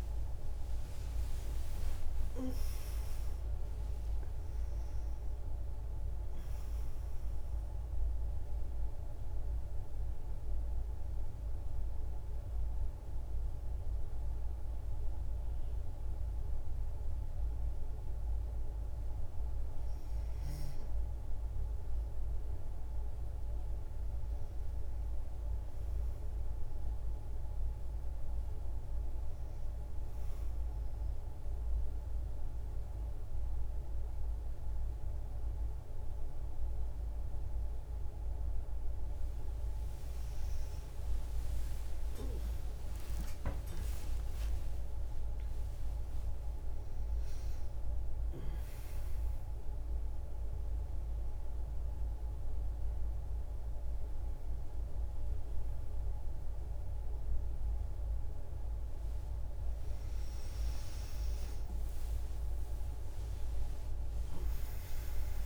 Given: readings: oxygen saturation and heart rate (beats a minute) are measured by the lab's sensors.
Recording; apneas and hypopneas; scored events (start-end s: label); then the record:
breathing in sleep, hard to hear, by a room microphone; 1
0.00-1.50 s: arousal
2.50-65.46 s: new sleep stage, N2 (light sleep)
8.50-18.50 s: central apnea (oxygen 94% before, 93% lowest, heart rate 79 before, 63 extreme, up 0 after)
21.00-24.50 s: arousal
24.50-32.50 s: oxygen desaturation (device-marked, oxygen 97% before, 94% lowest, heart rate 78 before, 63 extreme)
40.50-45.50 s: arousal
61.00-65.00 s: arousal
From the record:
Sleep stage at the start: N3 (deep sleep); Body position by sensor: on the back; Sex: female